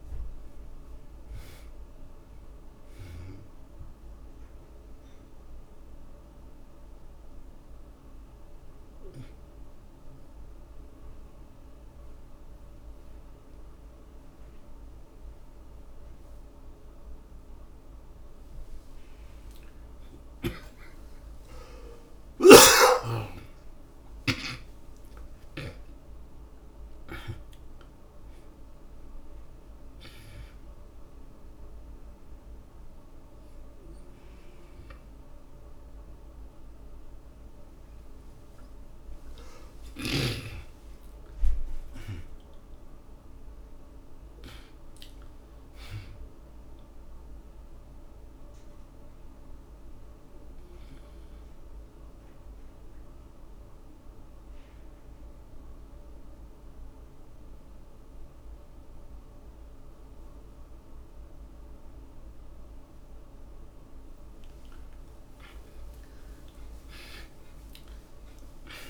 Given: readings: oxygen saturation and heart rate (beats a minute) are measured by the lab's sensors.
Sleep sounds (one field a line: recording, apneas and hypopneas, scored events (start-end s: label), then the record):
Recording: breathing in sleep by a room microphone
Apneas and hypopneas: 2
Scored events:
0.00-23.50 s: oxygen desaturation (device-marked, oxygen 70% lowest, heart rate 54 extreme)
6.00-17.00 s: obstructive apnea (oxygen 91% before, 70% lowest, heart rate 101 before, 54 extreme)
19.00-24.50 s: arousal
34.50-45.50 s: oxygen desaturation (device-marked, oxygen 94% before, 75% lowest)
42.00-46.50 s: arousal
48.50-62.50 s: obstructive apnea (oxygen 94% before, 71% lowest)
65.50-68.90 s: arousal
From the record:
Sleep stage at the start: N2 (light sleep)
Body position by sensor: on the back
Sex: male